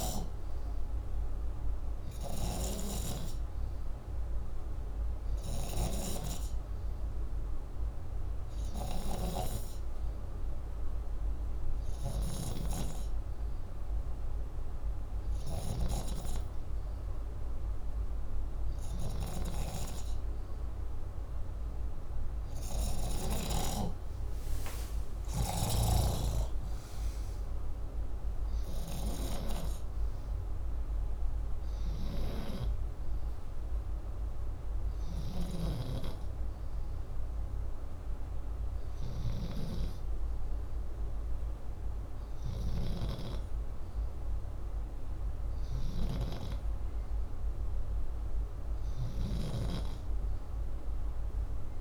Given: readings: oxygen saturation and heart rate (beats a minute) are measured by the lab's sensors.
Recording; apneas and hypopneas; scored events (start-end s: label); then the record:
breathing in sleep by a room microphone; none
4.50-10.50 s: oxygen desaturation (device-marked, oxygen 95% before, 91% lowest, heart rate 65 before, 62 extreme)
24.50-29.00 s: arousal
From the record:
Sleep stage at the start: N2 (light sleep); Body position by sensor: upright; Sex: male